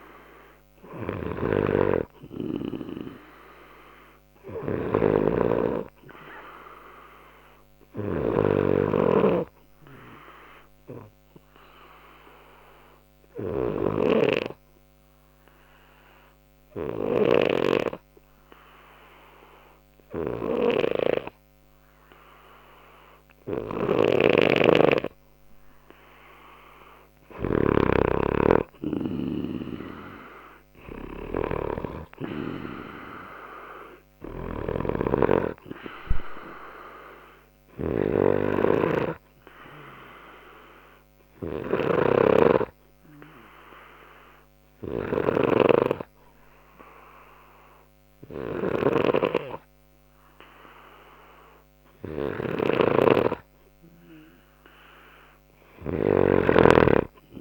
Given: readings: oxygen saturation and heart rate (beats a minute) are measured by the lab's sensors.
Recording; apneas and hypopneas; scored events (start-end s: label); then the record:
breathing in sleep by a microphone on the trachea; 2
0.00-4.00 s: arousal
0.00-17.00 s: snoring (device-marked)
7.50-26.50 s: obstructive apnea (oxygen 97% before, 91% lowest, heart rate 60 before, 60 extreme, up 0 after)
24.00-27.50 s: snoring (device-marked)
28.50-54.50 s: oxygen desaturation (device-marked, oxygen 95% before, 91% lowest, heart rate 60 before, 59 extreme)
29.50-32.50 s: arousal
34.50-57.41 s: snoring (device-marked)
37.00-53.00 s: obstructive apnea (oxygen 96% before, 91% lowest, heart rate 60 before, 59 extreme, up 1 after)
55.50-57.41 s: arousal
From the record:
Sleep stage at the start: N2 (light sleep); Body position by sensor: on the left side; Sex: male